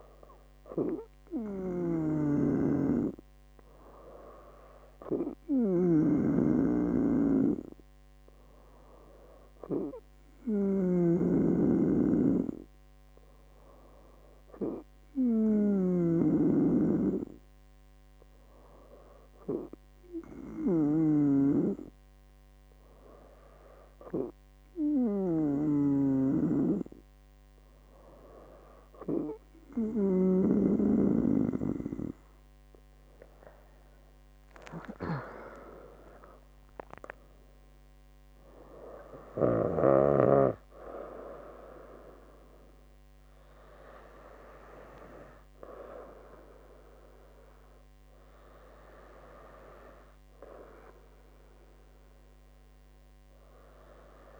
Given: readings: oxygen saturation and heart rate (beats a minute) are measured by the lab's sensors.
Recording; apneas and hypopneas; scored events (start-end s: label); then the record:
breathing in sleep by a microphone on the trachea; none
35.50-39.50 s: arousal
From the record:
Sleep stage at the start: N2 (light sleep); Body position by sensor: on the right side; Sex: female